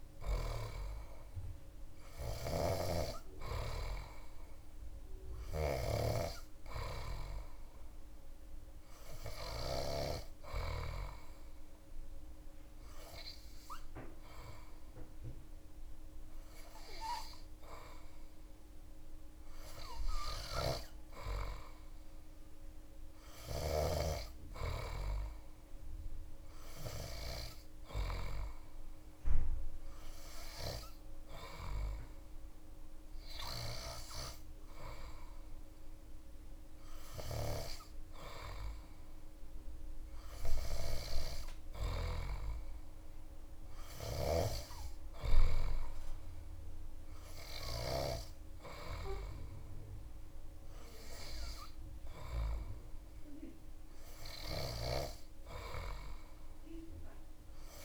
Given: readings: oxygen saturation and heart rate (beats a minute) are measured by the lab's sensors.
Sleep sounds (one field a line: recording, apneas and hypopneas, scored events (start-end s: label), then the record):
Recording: breathing in sleep by a room microphone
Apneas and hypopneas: none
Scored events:
none scored
From the record:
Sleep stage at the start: N3 (deep sleep)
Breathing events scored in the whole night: 128 in 3.2 hours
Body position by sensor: on the back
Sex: male